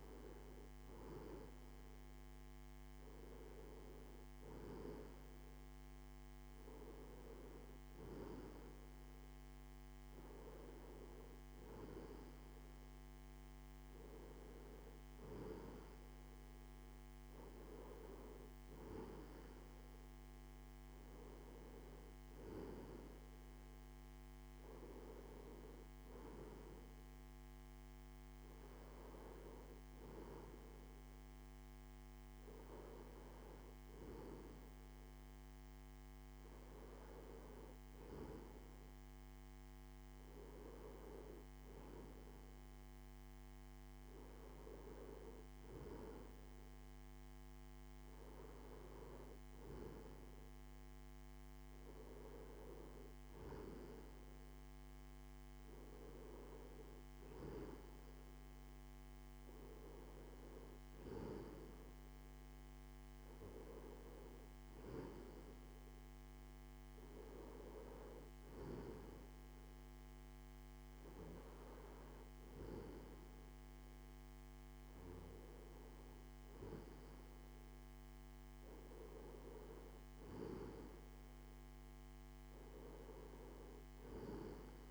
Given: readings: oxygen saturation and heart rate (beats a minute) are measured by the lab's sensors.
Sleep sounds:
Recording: breathing in sleep by a microphone on the trachea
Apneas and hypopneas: none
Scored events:
none scored
From the record:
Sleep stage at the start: N2 (light sleep)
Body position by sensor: on the left side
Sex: male

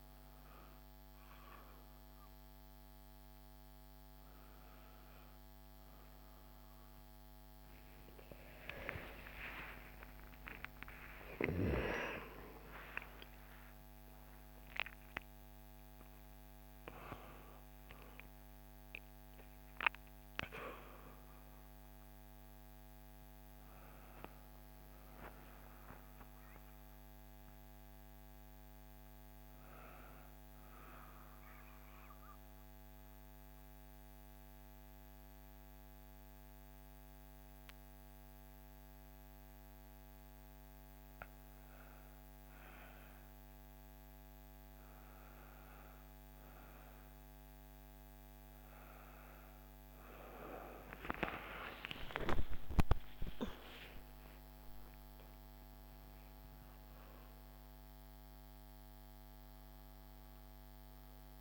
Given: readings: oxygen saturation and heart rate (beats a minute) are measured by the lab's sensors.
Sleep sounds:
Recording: a person partly awake in a sleep study, by a microphone on the trachea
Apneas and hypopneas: 1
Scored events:
19.00-61.41 s: new sleep stage, N1 (lightest sleep)
31.00-41.00 s: mixed apnea (oxygen 98% before, 89% lowest, heart rate 64 before, 48 extreme, up 2 after)
43.50-47.00 s: arousal
51.00-61.41 s: oxygen desaturation (device-marked, oxygen 98% before, 91% lowest, heart rate 60 before, 49 extreme)
52.00-54.00 s: long interval between heartbeats (device-marked, heart rate 60 before, 62 extreme)
54.50-56.50 s: long interval between heartbeats (device-marked, heart rate 60 before, 56 extreme)
From the record:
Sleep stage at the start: awake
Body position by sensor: on the back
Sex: female

